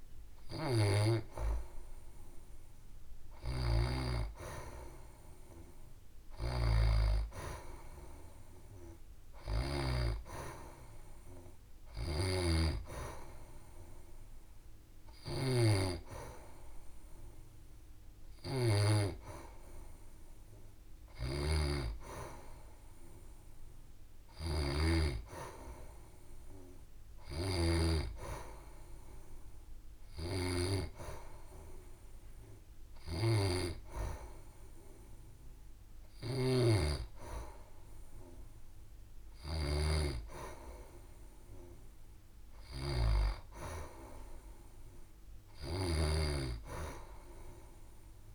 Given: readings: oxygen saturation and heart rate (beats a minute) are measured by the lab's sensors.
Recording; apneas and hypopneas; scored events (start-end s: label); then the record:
breathing in sleep by a room microphone; none
none scored
From the record:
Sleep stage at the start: N2 (light sleep); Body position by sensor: on the back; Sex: female